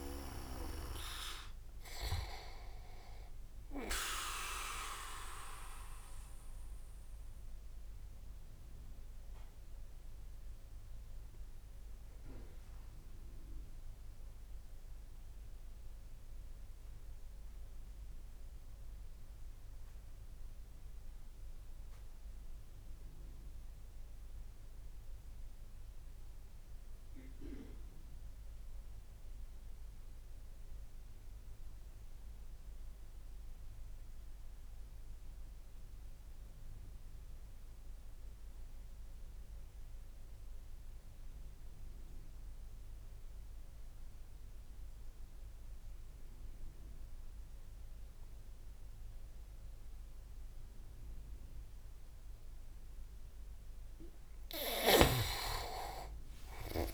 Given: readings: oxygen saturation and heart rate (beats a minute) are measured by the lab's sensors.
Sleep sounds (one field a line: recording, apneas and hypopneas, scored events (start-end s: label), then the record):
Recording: breathing in sleep by a room microphone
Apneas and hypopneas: 1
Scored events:
4.50-52.50 s: obstructive apnea (oxygen 91% before, 84% lowest)
7.50-20.50 s: oxygen desaturation (device-marked, oxygen 88% before, 84% lowest)
35.50-56.94 s: oxygen desaturation (device-marked, oxygen 99% before, 89% lowest)
54.50-56.94 s: arousal
54.50-56.94 s: snoring (device-marked)
From the record:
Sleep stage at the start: N2 (light sleep)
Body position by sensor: on the back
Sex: male